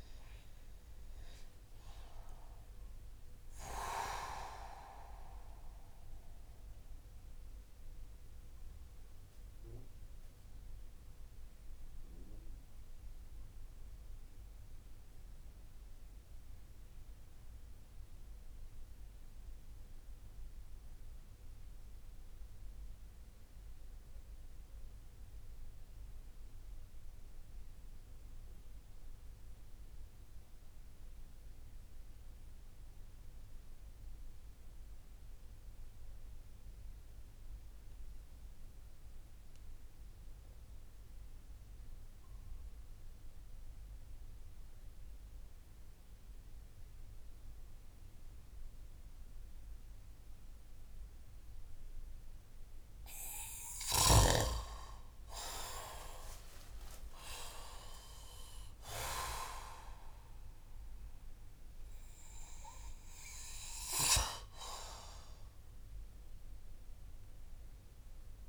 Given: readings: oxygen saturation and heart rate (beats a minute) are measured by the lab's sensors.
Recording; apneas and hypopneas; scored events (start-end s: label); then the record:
breathing in sleep by a room microphone; 1
5.00-52.50 s: mixed apnea (oxygen 97% before, 90% lowest)
6.00-23.00 s: oxygen desaturation (device-marked, oxygen 94% before, 90% lowest)
54.00-58.00 s: arousal
56.00-68.49 s: oxygen desaturation (device-marked, oxygen 96% before, 92% lowest)
From the record:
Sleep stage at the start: N2 (light sleep); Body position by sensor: on the back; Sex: male